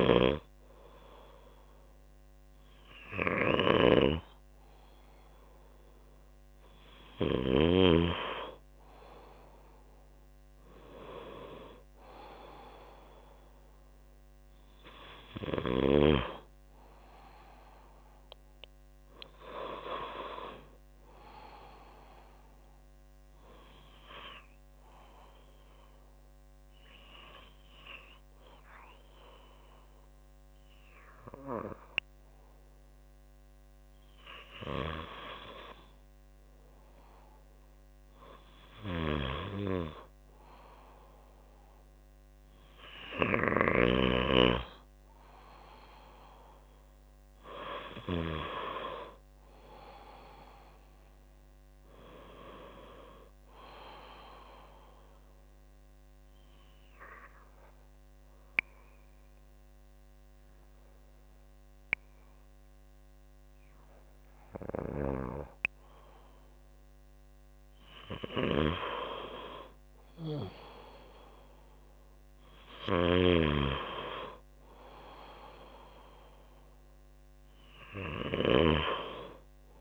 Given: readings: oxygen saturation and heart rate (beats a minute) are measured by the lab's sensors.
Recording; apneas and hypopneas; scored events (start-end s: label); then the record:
breathing in sleep by a microphone on the trachea; 2
0.00-7.50 s: snoring (device-marked)
24.50-35.50 s: hypopnea (oxygen 98% before, 97% lowest, heart rate 55 before, 47 extreme, up 5 after)
38.00-42.00 s: arousal
55.00-65.00 s: obstructive apnea (oxygen 98% before, 96% lowest, heart rate 51 before, 46 extreme, up 11 after)
69.00-72.50 s: arousal
72.50-78.50 s: snoring (device-marked)
From the record:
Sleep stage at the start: N2 (light sleep); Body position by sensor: on the back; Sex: female